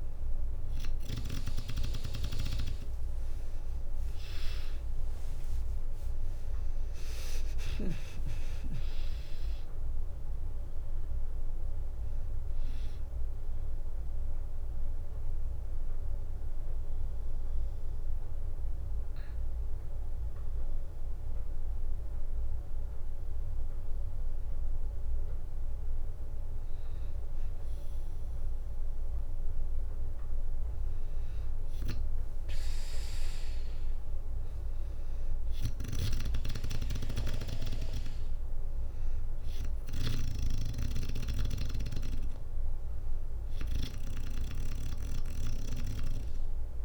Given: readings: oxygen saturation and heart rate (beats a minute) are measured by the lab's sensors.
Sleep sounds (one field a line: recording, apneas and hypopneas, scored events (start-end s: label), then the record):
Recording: breathing in sleep by a room microphone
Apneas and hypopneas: 1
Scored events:
4.50-6.50 s: long interval between heartbeats (device-marked, heart rate 62 before, 74 extreme)
4.50-8.50 s: arousal
5.50-22.50 s: drop in pulse transit time (device-marked, heart rate 63 before, 59 extreme)
13.50-15.50 s: bradycardia (device-marked, heart rate 62 before, 62 extreme)
13.50-25.50 s: obstructive apnea (oxygen 97% before, 94% lowest, heart rate 68 before, 57 extreme, up 0 after)
21.50-30.50 s: bradycardia (device-marked, heart rate 62 before, 57 extreme)
28.50-31.50 s: arousal
35.00-39.50 s: snoring (device-marked)
36.50-46.85 s: oxygen desaturation (device-marked, oxygen 98% before, 94% lowest, heart rate 59 before, 60 extreme)
From the record:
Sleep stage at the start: N2 (light sleep)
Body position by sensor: on the back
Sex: female